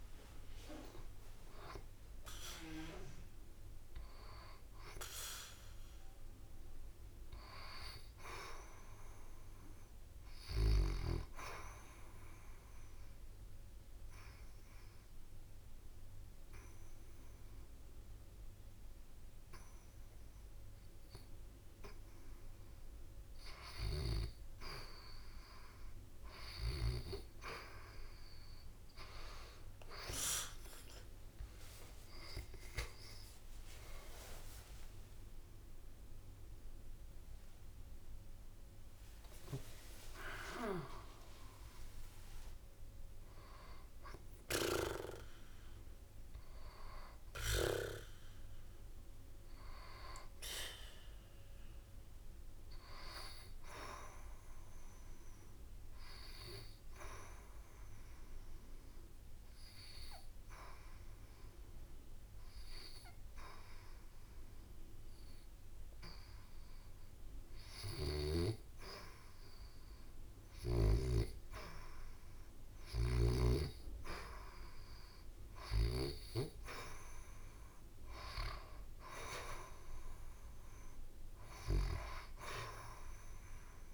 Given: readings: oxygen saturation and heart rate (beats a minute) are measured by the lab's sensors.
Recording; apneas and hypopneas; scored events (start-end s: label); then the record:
breathing in sleep by a room microphone; 2
0.00-2.50 s: leg movement (device-marked)
0.00-7.50 s: oxygen desaturation (device-marked, oxygen 76% lowest, heart rate 71 extreme)
11.00-23.00 s: obstructive apnea (oxygen 90% before, 76% lowest, heart rate 77 before, 71 extreme, up 8 after)
29.00-34.00 s: arousal
29.00-34.50 s: leg movement (device-marked)
37.50-51.50 s: oxygen desaturation (device-marked, oxygen 88% before, 76% lowest, heart rate 76 before, 73 extreme)
56.50-70.00 s: obstructive apnea (oxygen 91% before, 79% lowest, heart rate 80 before, 73 extreme, up 8 after)
72.50-76.00 s: arousal
73.50-83.94 s: oxygen desaturation (device-marked, oxygen 92% before, 79% lowest, heart rate 74 before, 78 extreme)
From the record:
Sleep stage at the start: N2 (light sleep); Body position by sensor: on the back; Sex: female